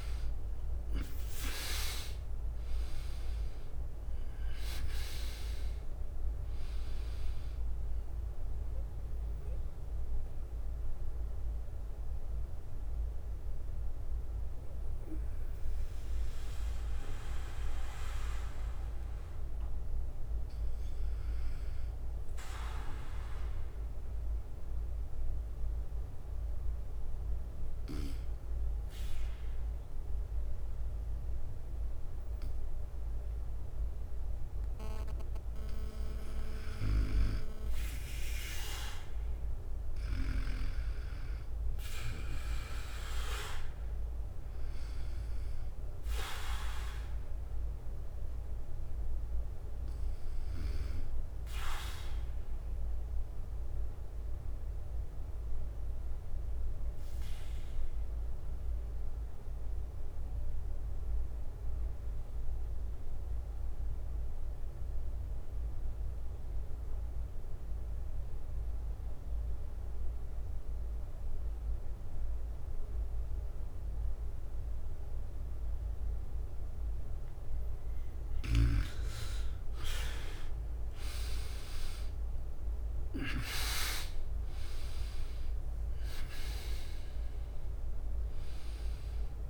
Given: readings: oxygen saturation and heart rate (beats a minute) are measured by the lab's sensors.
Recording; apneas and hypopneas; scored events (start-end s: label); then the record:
breathing in sleep by a room microphone; 2
0.00-4.00 s: arousal
0.00-18.00 s: drop in pulse transit time (device-marked, heart rate 56 before, 60 extreme)
7.00-32.00 s: oxygen desaturation (device-marked, oxygen 94% before, 84% lowest, heart rate 58 before, 58 extreme)
13.00-32.50 s: hypopnea (oxygen 96% before, 84% lowest, heart rate 62 before, 58 extreme)
32.00-37.00 s: bradycardia (device-marked, heart rate 60 before, 58 extreme)
41.00-45.00 s: arousal
46.00-69.00 s: oxygen desaturation (device-marked, oxygen 98% before, 91% lowest, heart rate 62 before, 48 extreme)
53.50-78.00 s: mixed apnea (oxygen 98% before, 88% lowest, heart rate 62 before, 48 extreme, up 25 after)
56.00-80.00 s: bradycardia (device-marked, heart rate 60 before, 48 extreme)
80.50-84.00 s: arousal
83.00-85.50 s: leg movement (device-marked)
85.00-89.50 s: drop in pulse transit time (device-marked, heart rate 54 before, 72 extreme)
87.50-88.50 s: leg movement (device-marked)
From the record:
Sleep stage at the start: N2 (light sleep); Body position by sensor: on the right side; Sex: male